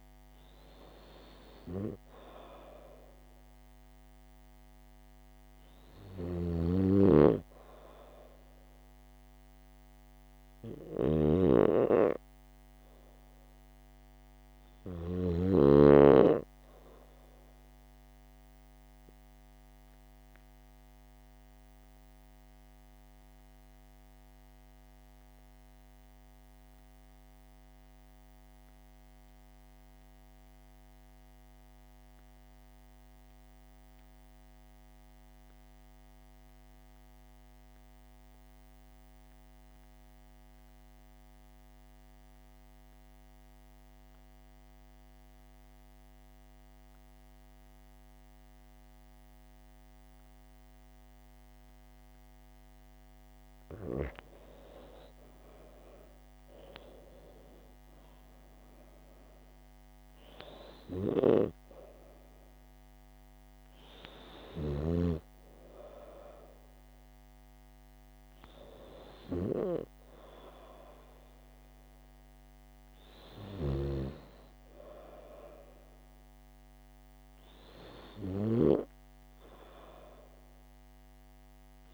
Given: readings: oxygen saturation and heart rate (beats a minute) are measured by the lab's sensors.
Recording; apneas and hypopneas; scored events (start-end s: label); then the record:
breathing in sleep by a microphone on the trachea; 1
6.50-15.50 s: snoring (device-marked)
13.50-17.00 s: arousal
20.00-53.00 s: obstructive apnea (oxygen 99% before, 82% lowest, heart rate 78 before, 73 extreme, up 9 after)
34.50-80.50 s: oxygen desaturation (device-marked, oxygen 98% before, 82% lowest, heart rate 78 before, 73 extreme)
56.00-60.50 s: arousal
From the record:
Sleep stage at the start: N2 (light sleep); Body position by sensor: on the right side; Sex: female